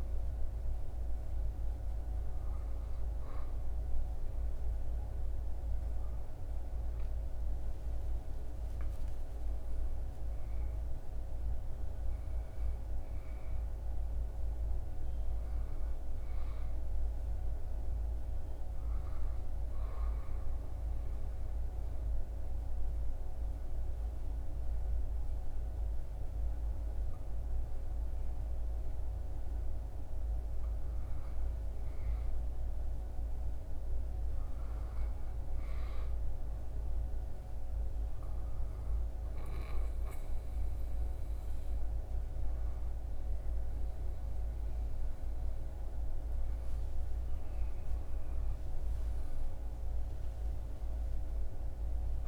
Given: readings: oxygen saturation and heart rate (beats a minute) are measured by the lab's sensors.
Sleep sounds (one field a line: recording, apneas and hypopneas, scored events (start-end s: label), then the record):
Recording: breathing in sleep, hard to hear, by a room microphone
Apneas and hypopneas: 1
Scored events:
6.00-10.50 s: arousal
17.00-30.50 s: hypopnea (oxygen 98% before, 96% lowest, heart rate 81 before, 77 extreme, up 1 after)
34.00-39.50 s: arousal
From the record:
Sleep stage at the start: N2 (light sleep)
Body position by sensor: on the back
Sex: male